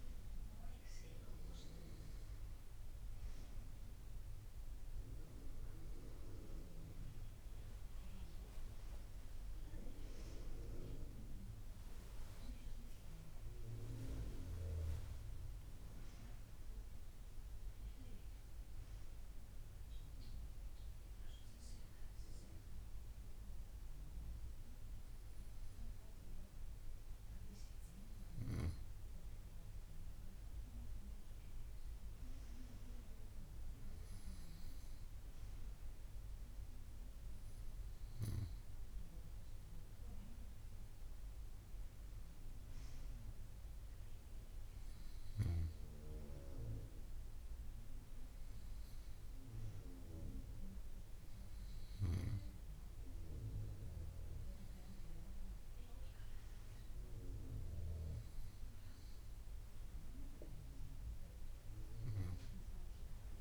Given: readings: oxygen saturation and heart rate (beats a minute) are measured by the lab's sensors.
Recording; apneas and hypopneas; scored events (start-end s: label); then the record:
breathing in sleep by a room microphone; none
none scored
From the record:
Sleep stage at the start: N2 (light sleep); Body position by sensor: on the right side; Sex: female